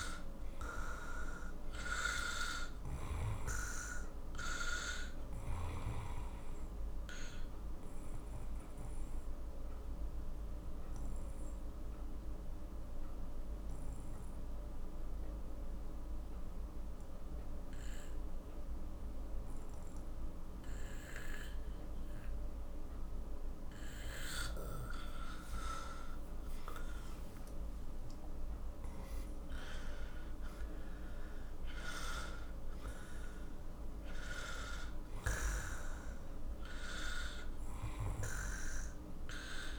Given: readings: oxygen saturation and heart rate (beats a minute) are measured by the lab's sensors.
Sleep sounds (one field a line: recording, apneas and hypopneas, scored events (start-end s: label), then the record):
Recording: breathing in sleep by a room microphone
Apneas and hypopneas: 1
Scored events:
0.00-17.00 s: oxygen desaturation (device-marked, oxygen 93% lowest, heart rate 42 extreme)
5.50-23.50 s: obstructive apnea (oxygen 97% before, 92% lowest, heart rate 54 before, 43 extreme, up 21 after)
26.00-29.50 s: arousal
31.00-37.00 s: oxygen desaturation (device-marked, oxygen 96% before, 92% lowest, heart rate 49 before, 45 extreme)
From the record:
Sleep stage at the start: N2 (light sleep)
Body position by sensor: on the back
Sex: male